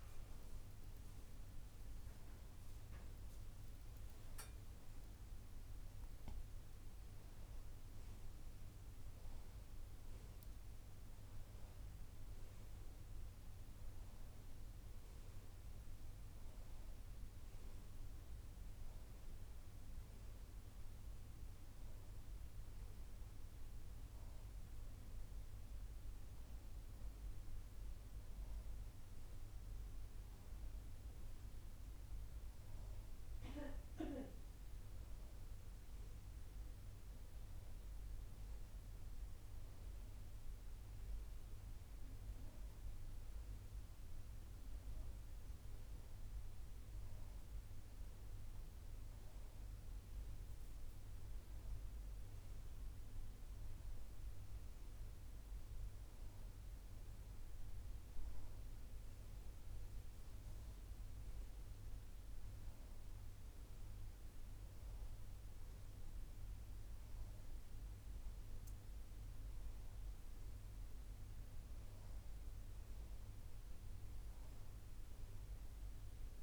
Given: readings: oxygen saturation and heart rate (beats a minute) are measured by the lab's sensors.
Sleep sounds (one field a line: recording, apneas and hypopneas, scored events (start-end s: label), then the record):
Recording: a person awake in a sleep study, hard to hear, by a room microphone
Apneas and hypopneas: none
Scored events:
6.50-8.50 s: tachycardia (device-marked, heart rate 89 before, 100 extreme)
From the record:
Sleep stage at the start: awake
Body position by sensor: on the right side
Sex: female